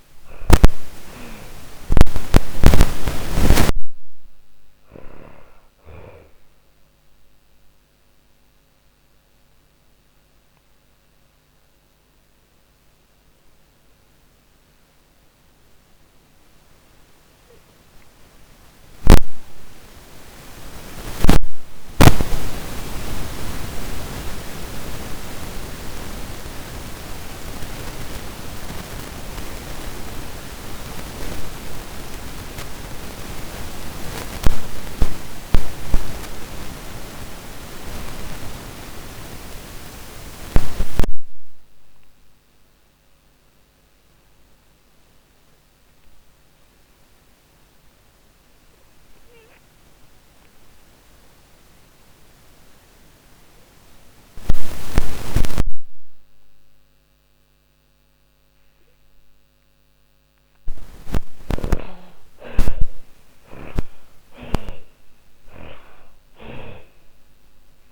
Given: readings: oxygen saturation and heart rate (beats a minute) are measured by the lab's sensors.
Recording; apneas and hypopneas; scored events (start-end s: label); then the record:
breathing in sleep by a microphone on the trachea; 1
0.00-4.50 s: snoring (device-marked)
0.00-23.00 s: oxygen desaturation (device-marked, oxygen 55% lowest, heart rate 40 extreme)
7.00-56.50 s: obstructive apnea (oxygen 79% before, 55% lowest, heart rate 80 before, 40 extreme, up 32 after)
36.00-67.92 s: oxygen desaturation (device-marked, oxygen 94% before, 57% lowest, heart rate 55 before, 35 extreme)
59.50-66.50 s: snoring (device-marked)
60.00-64.00 s: arousal
From the record:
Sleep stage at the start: REM sleep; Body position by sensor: on the back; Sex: female